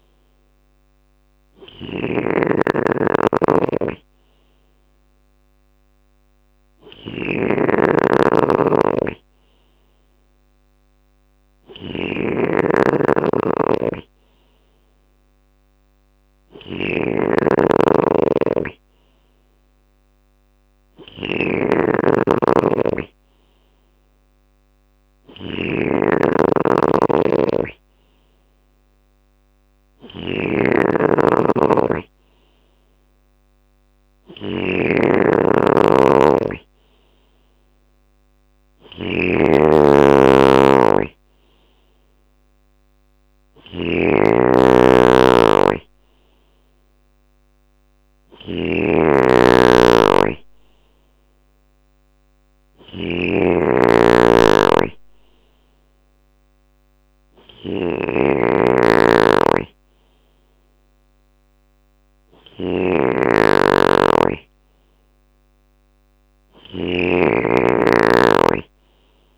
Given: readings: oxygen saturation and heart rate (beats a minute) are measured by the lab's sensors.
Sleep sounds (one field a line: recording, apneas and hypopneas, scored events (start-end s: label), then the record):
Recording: breathing in sleep by a microphone on the trachea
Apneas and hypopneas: none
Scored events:
0.00-69.38 s: snoring (device-marked)
From the record:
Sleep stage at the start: N3 (deep sleep)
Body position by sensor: on the left side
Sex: male